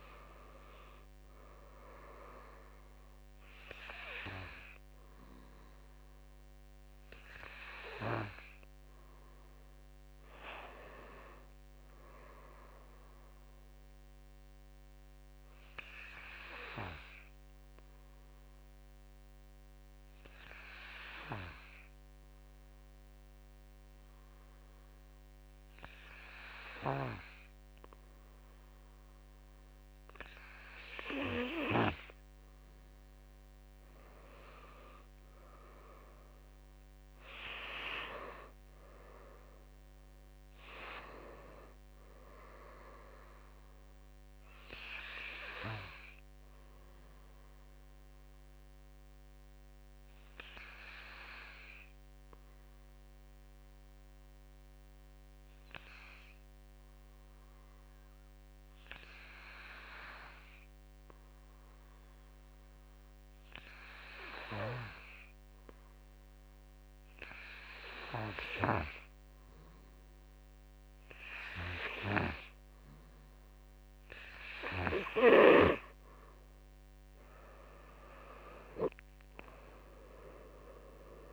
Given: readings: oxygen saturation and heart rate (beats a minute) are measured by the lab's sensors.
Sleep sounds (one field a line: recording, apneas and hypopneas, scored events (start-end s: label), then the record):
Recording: breathing in sleep by a microphone on the trachea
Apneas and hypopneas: 2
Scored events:
0.00-23.00 s: oxygen desaturation (device-marked, oxygen 90% lowest, heart rate 47 extreme)
14.00-31.00 s: obstructive apnea (oxygen 96% before, 90% lowest, heart rate 58 before, 44 extreme, up 12 after)
33.50-37.00 s: arousal
34.00-58.00 s: oxygen desaturation (device-marked, oxygen 99% before, 92% lowest, heart rate 52 before, 44 extreme)
44.50-73.50 s: obstructive apnea (oxygen 99% before, 89% lowest, heart rate 55 before, 43 extreme, up 17 after)
69.00-81.33 s: oxygen desaturation (device-marked, oxygen 99% before, 90% lowest, heart rate 49 before, 43 extreme)
77.50-81.33 s: arousal
79.00-81.33 s: drop in pulse transit time (device-marked, heart rate 53 before, 43 extreme)
From the record:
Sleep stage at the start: N2 (light sleep)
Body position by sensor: on the back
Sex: male